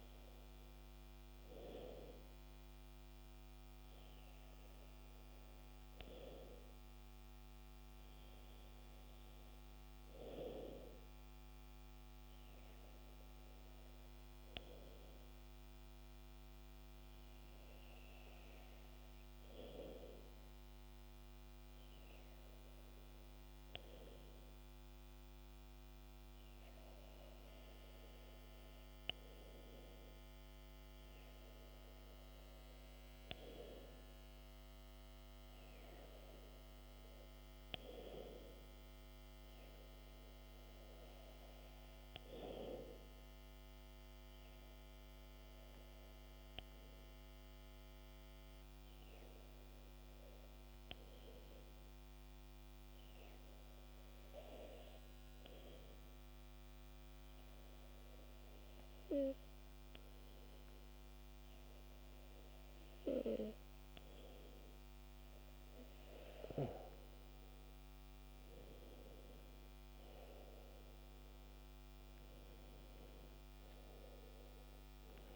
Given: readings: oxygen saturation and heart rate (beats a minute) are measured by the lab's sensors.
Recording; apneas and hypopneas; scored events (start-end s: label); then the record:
breathing in sleep by a microphone on the trachea; 1
47.50-64.00 s: obstructive apnea (oxygen 97% before, 93% lowest, heart rate 66 before, 64 extreme, up 9 after)
71.50-75.36 s: arousal
From the record:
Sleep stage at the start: N2 (light sleep); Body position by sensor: on the back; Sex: male